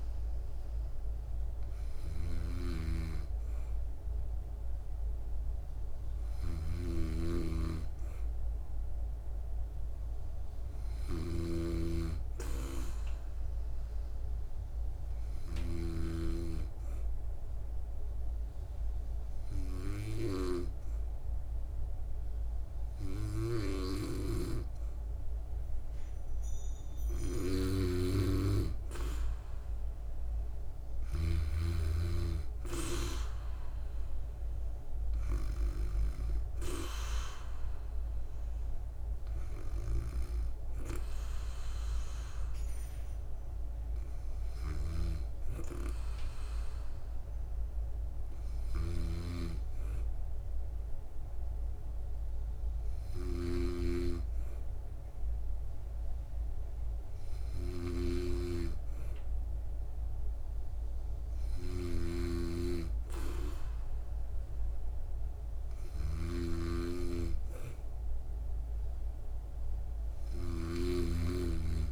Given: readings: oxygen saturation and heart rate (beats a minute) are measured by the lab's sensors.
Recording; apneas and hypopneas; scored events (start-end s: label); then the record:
breathing in sleep by a room microphone; 1
2.50-16.00 s: snoring (device-marked)
17.50-28.50 s: hypopnea (oxygen 98% before, 91% lowest, heart rate 63 before, 62 extreme, up 2 after)
27.50-31.50 s: snoring (device-marked)
30.00-33.50 s: arousal
33.50-52.50 s: oxygen desaturation (device-marked, oxygen 95% before, 91% lowest, heart rate 65 before, 62 extreme)
49.00-71.91 s: snoring (device-marked)
From the record:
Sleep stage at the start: N2 (light sleep); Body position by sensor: on the back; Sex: female